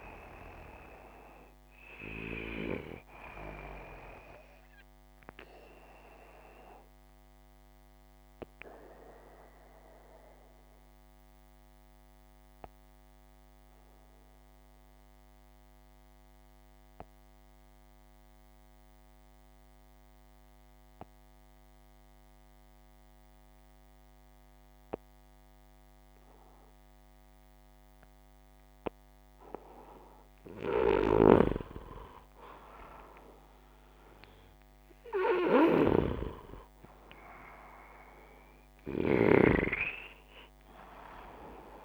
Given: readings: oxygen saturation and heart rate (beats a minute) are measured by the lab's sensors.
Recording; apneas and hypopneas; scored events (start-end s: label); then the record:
breathing in sleep by a microphone on the trachea; 1
7.00-27.50 s: obstructive apnea (oxygen 96% before, 93% lowest, heart rate 64 before, 60 extreme, up 3 after)
29.50-33.50 s: arousal
From the record:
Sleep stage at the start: N2 (light sleep); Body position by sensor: upright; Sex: male